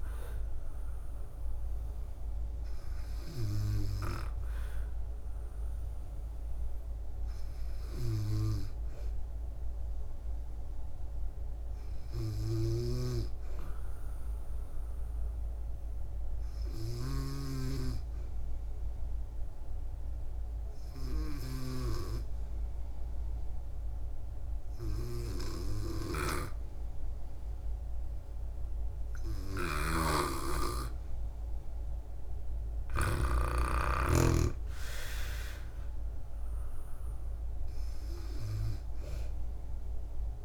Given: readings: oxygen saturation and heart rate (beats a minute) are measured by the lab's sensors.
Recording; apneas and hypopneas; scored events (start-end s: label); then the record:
breathing in sleep by a room microphone; 1
12.50-17.50 s: snoring (device-marked)
16.00-30.50 s: hypopnea (oxygen 96% before, 91% lowest, heart rate 63 before, 60 extreme, up 2 after)
26.00-33.50 s: snoring (device-marked)
32.50-36.00 s: arousal
34.00-40.45 s: oxygen desaturation (device-marked, oxygen 95% before, 91% lowest, heart rate 63 before, 59 extreme)
From the record:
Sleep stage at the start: N2 (light sleep); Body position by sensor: on the back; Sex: female